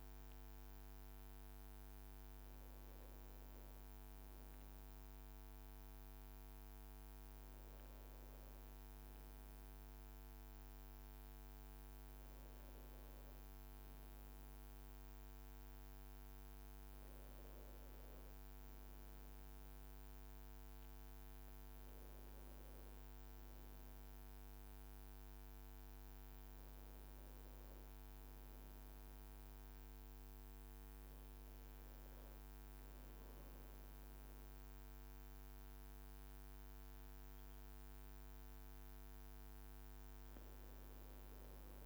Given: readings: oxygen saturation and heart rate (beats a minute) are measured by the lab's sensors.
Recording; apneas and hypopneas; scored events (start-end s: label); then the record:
breathing in sleep, hard to hear, by a microphone on the trachea; none
0.00-4.50 s: leg movement (device-marked)
10.00-17.00 s: leg movement (device-marked)
23.50-29.50 s: leg movement (device-marked)
32.50-41.00 s: leg movement (device-marked)
From the record:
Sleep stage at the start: N2 (light sleep); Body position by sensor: on the back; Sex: male